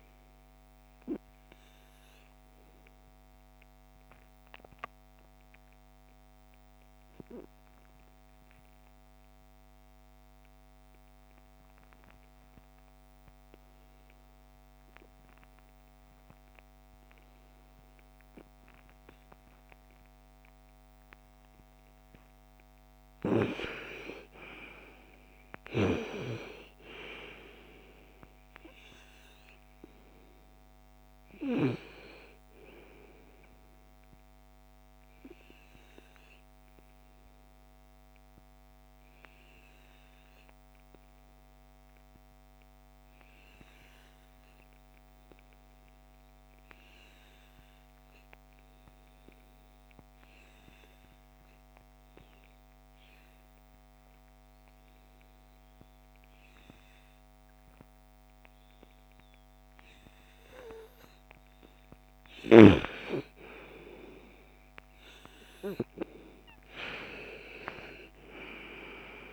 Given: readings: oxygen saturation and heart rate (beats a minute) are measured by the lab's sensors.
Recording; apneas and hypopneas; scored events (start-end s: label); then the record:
breathing in sleep by a microphone on the trachea; 2
0.00-12.00 s: oxygen desaturation (device-marked, oxygen 85% lowest, heart rate 46 extreme)
1.50-21.00 s: obstructive apnea (oxygen 99% before, 85% lowest, heart rate 59 before, 46 extreme, up 24 after)
23.00-27.50 s: arousal
25.00-41.00 s: oxygen desaturation (device-marked, oxygen 98% before, 87% lowest, heart rate 54 before, 52 extreme)
34.50-61.50 s: obstructive apnea (oxygen 99% before, 85% lowest, heart rate 58 before, 48 extreme, up 17 after)
57.00-69.33 s: oxygen desaturation (device-marked, oxygen 98% before, 85% lowest, heart rate 58 before, 38 extreme)
62.50-66.50 s: arousal
From the record:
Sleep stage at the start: N2 (light sleep); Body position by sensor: on the front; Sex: female